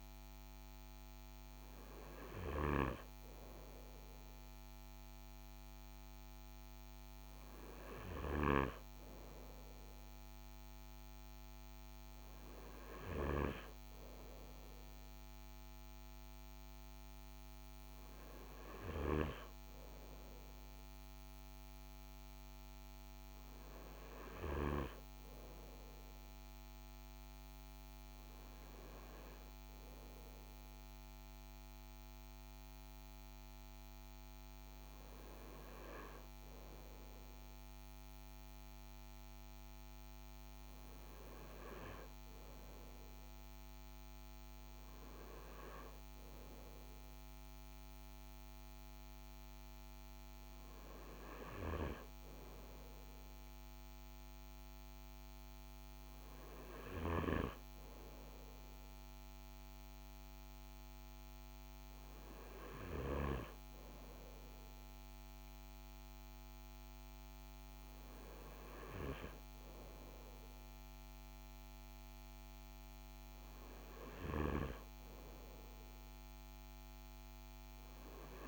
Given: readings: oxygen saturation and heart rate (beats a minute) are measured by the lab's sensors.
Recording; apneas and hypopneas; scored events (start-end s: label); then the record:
breathing in sleep by a microphone on the trachea; none
0.00-13.00 s: snoring (device-marked)
56.50-63.00 s: snoring (device-marked)
73.50-78.48 s: snoring (device-marked)
From the record:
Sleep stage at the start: N2 (light sleep); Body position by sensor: on the front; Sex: male